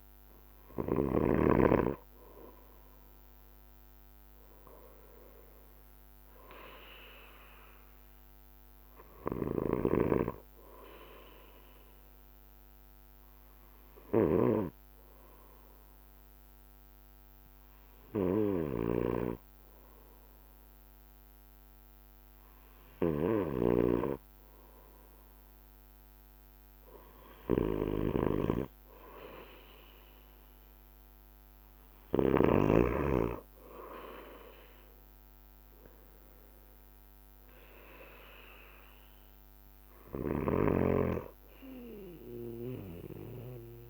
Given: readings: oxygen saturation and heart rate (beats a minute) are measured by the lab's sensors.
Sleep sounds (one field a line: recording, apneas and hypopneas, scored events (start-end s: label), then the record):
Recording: breathing in sleep by a microphone on the trachea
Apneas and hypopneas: 1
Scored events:
0.00-43.90 s: bradycardia (device-marked)
13.00-25.50 s: hypopnea (oxygen 93% before, 91% lowest, heart rate 55 before, 52 extreme, up 1 after)
29.50-33.50 s: arousal
From the record:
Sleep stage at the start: N2 (light sleep)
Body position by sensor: on the back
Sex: male